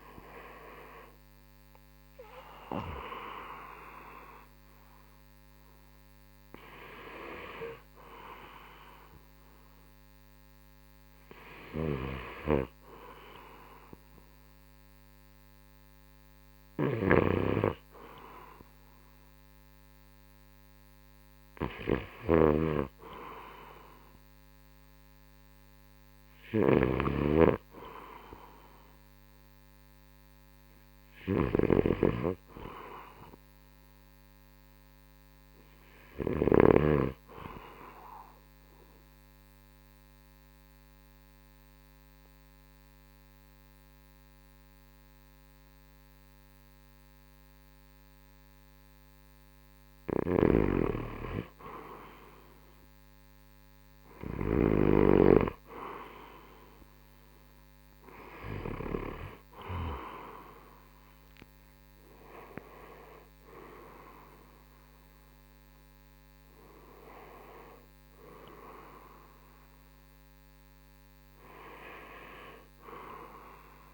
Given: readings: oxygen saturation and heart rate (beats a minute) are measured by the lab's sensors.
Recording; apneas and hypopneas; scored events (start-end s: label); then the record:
breathing in sleep by a microphone on the trachea; 1
1.00-10.00 s: oxygen desaturation (device-marked, oxygen 92% before, 88% lowest, heart rate 84 before, 71 extreme)
22.00-27.00 s: snoring (device-marked)
38.50-50.00 s: obstructive apnea (oxygen 97% before, 89% lowest, heart rate 74 before, 63 extreme, up 11 after)
50.00-55.50 s: snoring (device-marked)
57.00-73.94 s: drop in pulse transit time (device-marked, heart rate 68 before, 75 extreme)
58.00-62.50 s: arousal
60.00-73.94 s: oxygen desaturation (device-marked, oxygen 94% before, 89% lowest, heart rate 69 before, 68 extreme)
From the record:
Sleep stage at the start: N2 (light sleep); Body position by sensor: on the right side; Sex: male